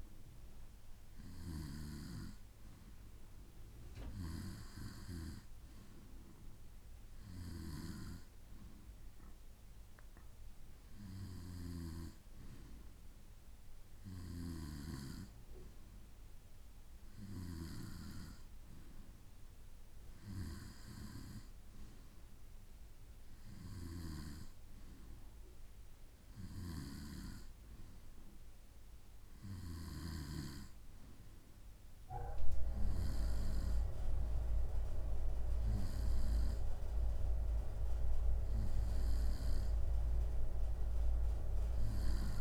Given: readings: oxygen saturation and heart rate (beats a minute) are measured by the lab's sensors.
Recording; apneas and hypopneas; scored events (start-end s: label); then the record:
breathing in sleep by a room microphone; none
24.50-30.50 s: bradycardia (device-marked, heart rate 68 before, 56 extreme)
36.50-42.41 s: bradycardia (device-marked)
From the record:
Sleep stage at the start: N2 (light sleep); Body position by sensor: on the right side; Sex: male